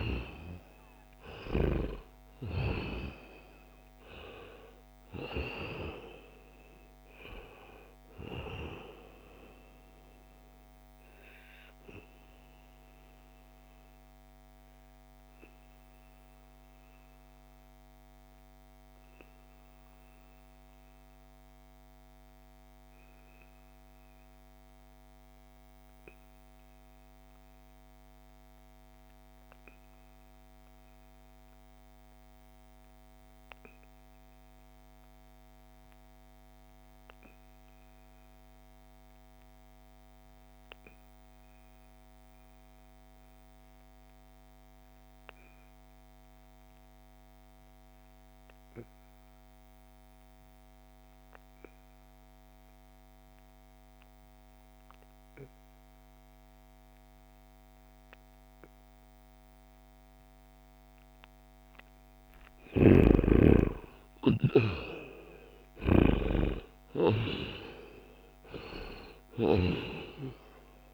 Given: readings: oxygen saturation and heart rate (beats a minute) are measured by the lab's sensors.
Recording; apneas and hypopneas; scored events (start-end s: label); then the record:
breathing in sleep by a microphone on the trachea; 1
0.00-1.00 s: snoring (device-marked)
0.00-2.00 s: arousal
0.00-23.50 s: oxygen desaturation (device-marked, oxygen 82% lowest, heart rate 59 extreme)
10.00-61.50 s: obstructive apnea (oxygen 94% before, 78% lowest, heart rate 69 before, 60 extreme, up 17 after)
41.50-70.94 s: oxygen desaturation (device-marked, oxygen 96% before, 78% lowest, heart rate 71 before, 60 extreme)
61.50-69.00 s: snoring (device-marked)
62.50-66.00 s: arousal
From the record:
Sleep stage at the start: REM sleep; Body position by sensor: on the back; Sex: male